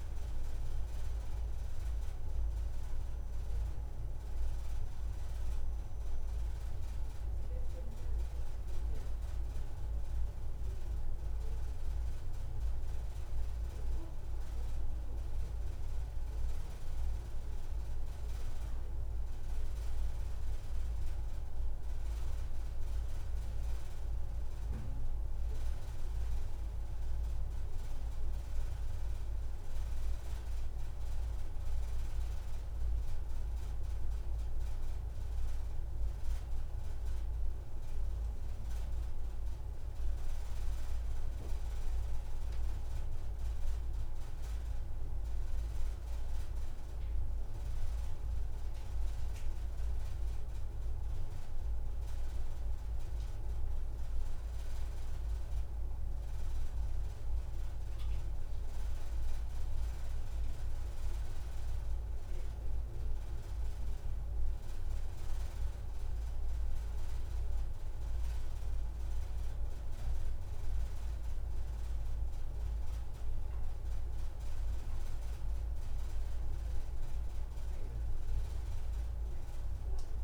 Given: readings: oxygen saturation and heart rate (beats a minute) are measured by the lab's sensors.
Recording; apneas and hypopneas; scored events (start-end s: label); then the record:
breathing in sleep, hard to hear, by a room microphone; none
0.00-1.00 s: long interval between heartbeats (device-marked, heart rate 130 extreme)
1.50-3.50 s: long interval between heartbeats (device-marked, heart rate 77 before, 69 extreme)
13.50-15.50 s: long interval between heartbeats (device-marked)
16.50-18.50 s: long interval between heartbeats (device-marked)
28.00-30.00 s: long interval between heartbeats (device-marked, heart rate 36 before, 46 extreme)
36.00-38.00 s: long interval between heartbeats (device-marked, heart rate 38 before, 57 extreme)
40.00-42.00 s: long interval between heartbeats (device-marked, heart rate 46 before, 50 extreme)
43.50-45.50 s: long interval between heartbeats (device-marked, heart rate 46 before, 49 extreme)
71.50-77.00 s: arousal
From the record:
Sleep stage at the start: N1 (lightest sleep); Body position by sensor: on the back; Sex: female